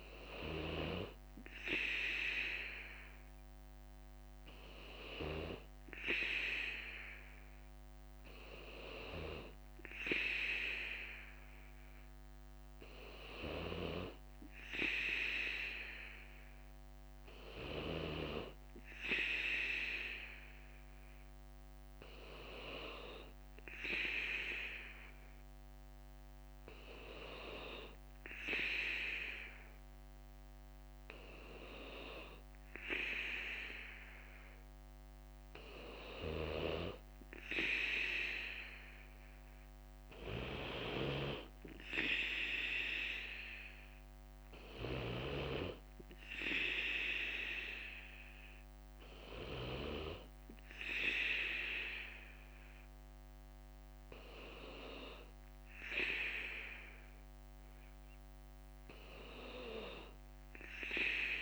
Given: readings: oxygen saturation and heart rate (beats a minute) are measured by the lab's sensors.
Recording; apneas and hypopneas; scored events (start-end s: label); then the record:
breathing in sleep by a microphone on the trachea; none
0.00-2.00 s: bradycardia (device-marked, heart rate 58 extreme)
3.00-5.00 s: bradycardia (device-marked, heart rate 61 before, 59 extreme)
13.00-16.00 s: bradycardia (device-marked, heart rate 61 before, 60 extreme)
17.00-37.00 s: bradycardia (device-marked, heart rate 61 before, 57 extreme)
45.00-52.00 s: bradycardia (device-marked, heart rate 61 before, 57 extreme)
54.00-61.42 s: bradycardia (device-marked, heart rate 61 before, 57 extreme)
From the record:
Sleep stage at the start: N2 (light sleep); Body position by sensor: on the right side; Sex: male